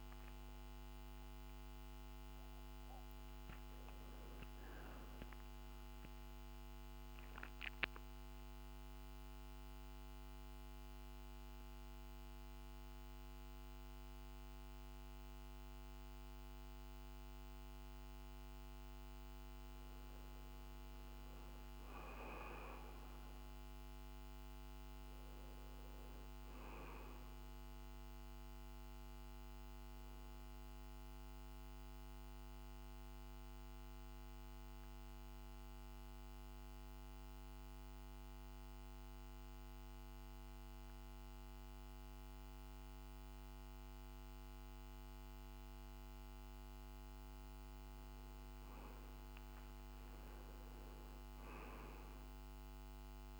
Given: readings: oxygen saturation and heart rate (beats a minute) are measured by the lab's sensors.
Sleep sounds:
a person partly awake in a sleep study, hard to hear, by a microphone on the trachea; 2
2.50-32.50 s: new sleep stage, N1 (lightest sleep)
5.50-18.00 s: central apnea (oxygen 98% before, 95% lowest, heart rate 70 before, 48 extreme, up 2 after)
21.50-25.50 s: arousal
30.50-46.00 s: central apnea (oxygen 98% before, 94% lowest, heart rate 50 before, 49 extreme, up 5 after)
32.50-53.40 s: new sleep stage, N2 (light sleep)
49.50-53.40 s: arousal
From the record:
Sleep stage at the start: awake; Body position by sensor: on the back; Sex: male

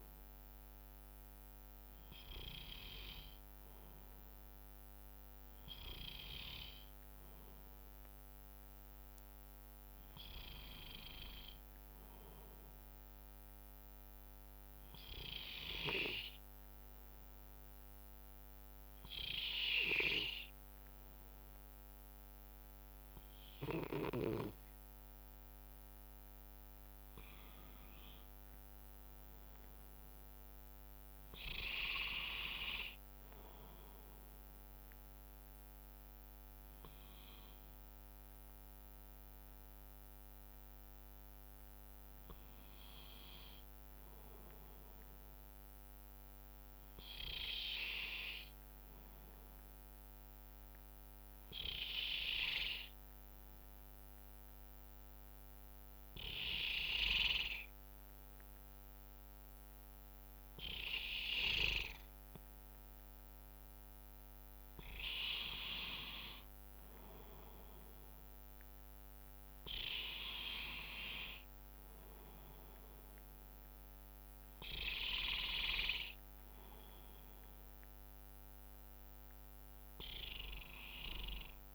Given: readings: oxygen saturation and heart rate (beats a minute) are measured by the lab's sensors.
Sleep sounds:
breathing in sleep by a microphone on the trachea; 1
23.00-26.00 s: bradycardia (device-marked, heart rate 68 before, 61 extreme)
36.50-41.50 s: arousal
37.00-44.00 s: bradycardia (device-marked, heart rate 68 before, 59 extreme)
47.00-50.00 s: bradycardia (device-marked, heart rate 68 before, 60 extreme)
53.50-65.00 s: obstructive apnea (oxygen 96% before, 93% lowest, heart rate 60 before, 59 extreme, up 5 after)
67.00-72.00 s: arousal
From the record:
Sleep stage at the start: N2 (light sleep); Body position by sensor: on the right side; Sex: male

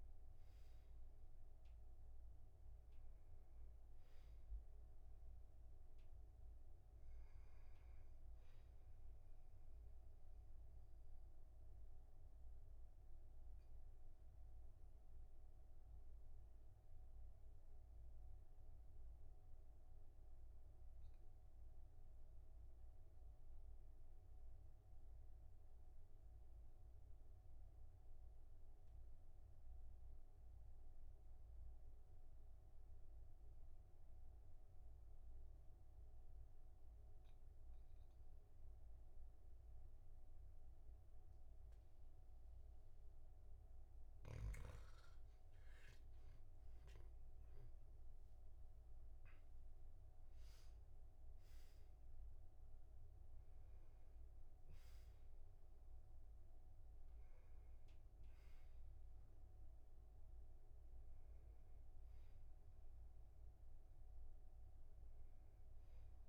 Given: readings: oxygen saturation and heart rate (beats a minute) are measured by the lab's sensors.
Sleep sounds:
breathing in sleep, hard to hear, by a room microphone; 1
11.50-44.00 s: obstructive apnea (oxygen 99% before, 96% lowest, heart rate 50 before, 41 extreme, up 5 after)
48.50-53.00 s: arousal
From the record:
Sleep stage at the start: N2 (light sleep); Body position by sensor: on the back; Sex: male

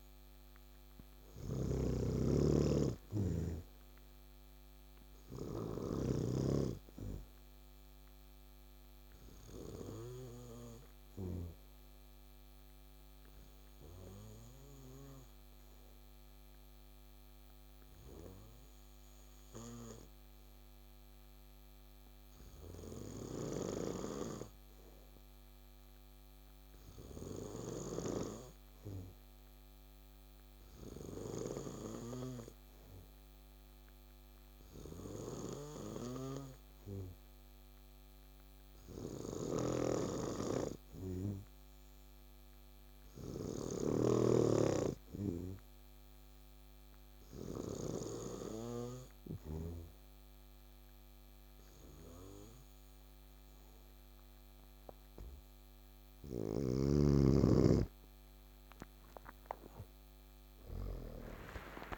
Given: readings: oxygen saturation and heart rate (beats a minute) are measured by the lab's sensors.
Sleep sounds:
breathing in sleep by a microphone on the trachea; 1
0.00-6.00 s: snoring (device-marked)
0.00-21.00 s: oxygen desaturation (device-marked, oxygen 93% lowest, heart rate 63 extreme)
9.50-55.00 s: obstructive apnea (oxygen 99% before, 92% lowest, heart rate 69 before, 63 extreme, up 14 after)
38.00-61.98 s: oxygen desaturation (device-marked, oxygen 97% before, 93% lowest, heart rate 66 before, 66 extreme)
39.00-49.50 s: snoring (device-marked)
58.50-61.98 s: arousal
From the record:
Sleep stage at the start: N2 (light sleep); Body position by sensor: on the back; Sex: male

